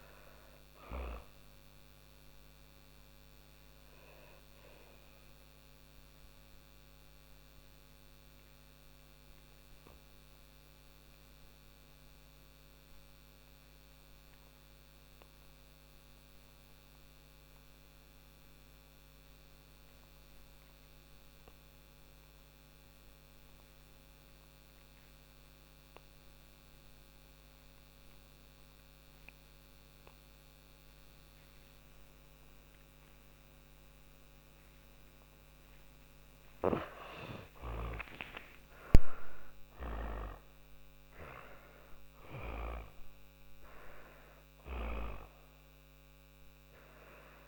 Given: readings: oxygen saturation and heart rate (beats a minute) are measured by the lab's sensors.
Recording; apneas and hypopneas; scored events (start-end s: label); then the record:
breathing in sleep by a microphone on the trachea; 1
0.00-15.00 s: oxygen desaturation (device-marked, oxygen 82% lowest, heart rate 39 extreme)
2.00-33.00 s: obstructive apnea (oxygen 97% before, 82% lowest, heart rate 91 before, 39 extreme, up 44 after)
33.00-47.48 s: oxygen desaturation (device-marked, oxygen 98% before, 89% lowest, heart rate 57 before, 52 extreme)
36.50-42.00 s: arousal
From the record:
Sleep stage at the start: N1 (lightest sleep); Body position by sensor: on the back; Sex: female